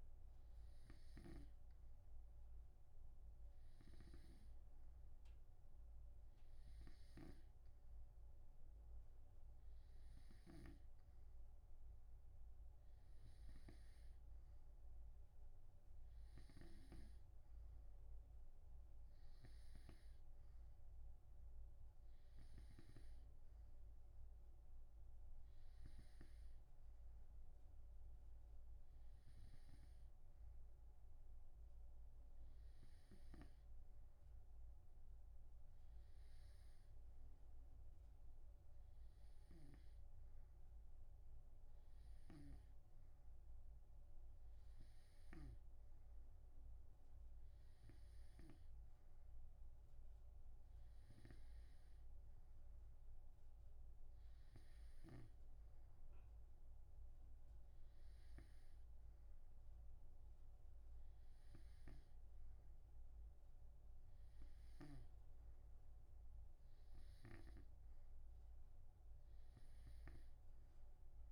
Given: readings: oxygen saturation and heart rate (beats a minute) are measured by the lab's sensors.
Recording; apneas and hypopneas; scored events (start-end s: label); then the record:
breathing in sleep by a room microphone; none
0.00-2.00 s: snoring (device-marked)
From the record:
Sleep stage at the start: N2 (light sleep); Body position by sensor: on the right side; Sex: male